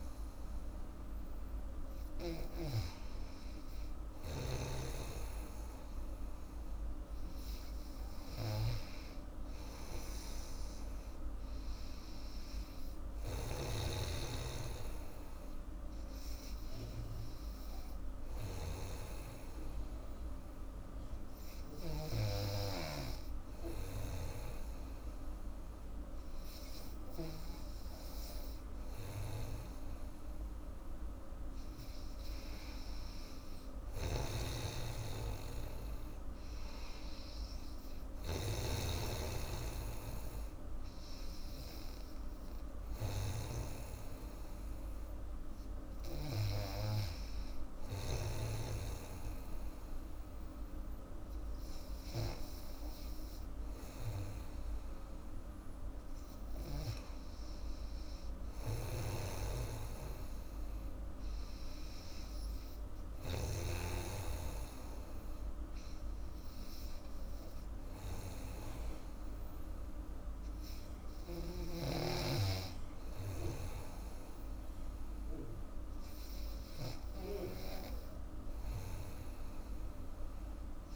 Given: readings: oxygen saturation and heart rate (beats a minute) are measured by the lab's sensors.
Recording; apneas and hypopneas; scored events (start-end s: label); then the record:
breathing in sleep by a room microphone; none
6.50-15.50 s: oxygen desaturation (device-marked, oxygen 96% before, 93% lowest, heart rate 77 before, 72 extreme)
13.50-22.00 s: snoring (device-marked)
24.00-27.50 s: snoring (device-marked)
34.00-46.50 s: snoring (device-marked)
59.00-80.96 s: snoring (device-marked)
From the record:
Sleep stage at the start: N2 (light sleep); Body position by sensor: on the back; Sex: female